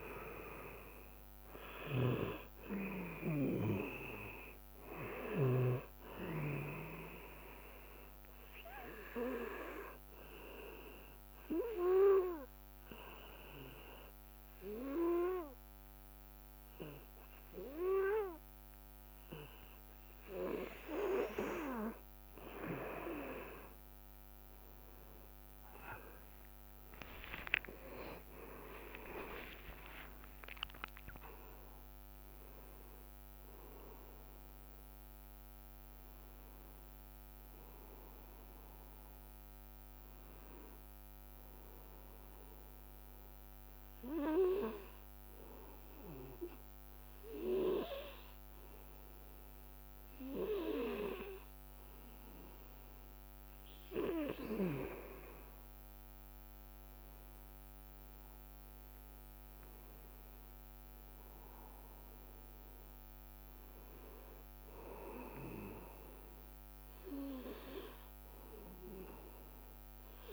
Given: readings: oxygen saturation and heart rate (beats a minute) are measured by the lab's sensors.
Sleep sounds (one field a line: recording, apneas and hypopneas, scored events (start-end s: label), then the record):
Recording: breathing in sleep by a microphone on the trachea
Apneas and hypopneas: 2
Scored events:
8.50-22.00 s: obstructive apnea (oxygen 97% before, 93% lowest)
27.00-33.00 s: arousal
27.50-29.50 s: long interval between heartbeats (device-marked)
32.00-42.00 s: oxygen desaturation (device-marked, oxygen 99% before, 95% lowest)
43.00-54.50 s: obstructive apnea (oxygen 99% before, 92% lowest, heart rate 39 before, 55 extreme, up 6 after)
57.50-62.50 s: arousal
From the record:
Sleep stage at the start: N2 (light sleep)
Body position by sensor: on the back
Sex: male